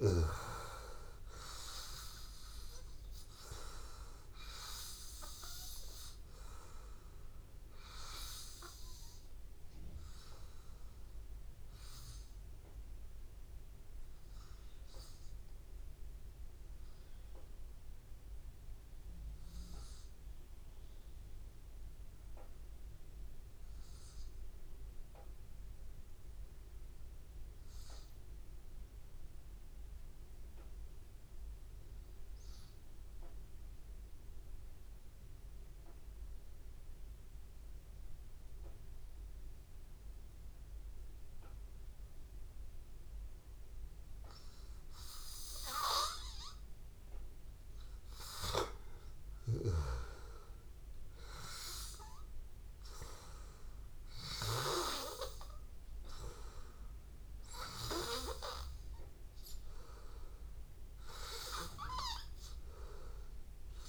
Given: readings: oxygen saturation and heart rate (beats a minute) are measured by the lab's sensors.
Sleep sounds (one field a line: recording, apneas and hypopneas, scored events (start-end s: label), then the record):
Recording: breathing in sleep by a room microphone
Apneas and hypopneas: 1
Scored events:
0.00-20.50 s: oxygen desaturation (device-marked, oxygen 94% lowest, heart rate 80 extreme)
13.00-48.50 s: hypopnea (oxygen 98% before, 93% lowest, heart rate 84 before, 80 extreme, up 4 after)
43.50-63.88 s: oxygen desaturation (device-marked, oxygen 98% before, 93% lowest, heart rate 81 before, 82 extreme)
50.50-53.50 s: arousal
From the record:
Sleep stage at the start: N2 (light sleep)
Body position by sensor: on the back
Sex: male